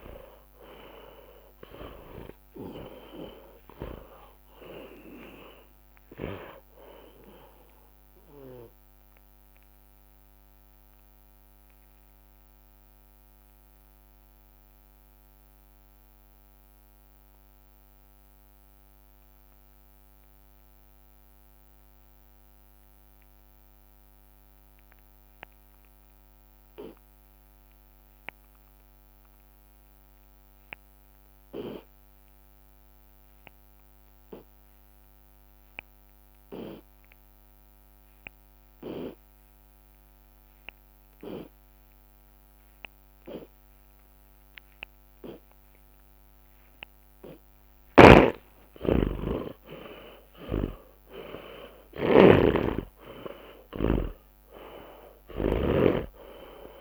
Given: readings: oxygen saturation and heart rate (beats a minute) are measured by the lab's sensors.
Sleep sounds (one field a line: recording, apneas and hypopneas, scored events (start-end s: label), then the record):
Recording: breathing in sleep by a microphone on the trachea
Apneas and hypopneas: 1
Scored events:
0.00-1.00 s: arousal
0.00-7.00 s: drop in pulse transit time (device-marked, heart rate 46 before, 109 extreme)
0.00-11.00 s: tachycardia (device-marked, heart rate 147 extreme)
3.00-5.00 s: long interval between heartbeats (device-marked, heart rate 65 before, 135 extreme)
5.50-7.50 s: long interval between heartbeats (device-marked, heart rate 77 before, 109 extreme)
8.50-45.00 s: mixed apnea (oxygen 98% before, 77% lowest)
10.00 s: drop in pulse transit time (device-marked)
12.00-33.00 s: oxygen desaturation (device-marked, oxygen 96% before, 77% lowest)
47.50-55.50 s: snoring (device-marked)
49.00-54.50 s: arousal
From the record:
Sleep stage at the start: N2 (light sleep)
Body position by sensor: on the back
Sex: male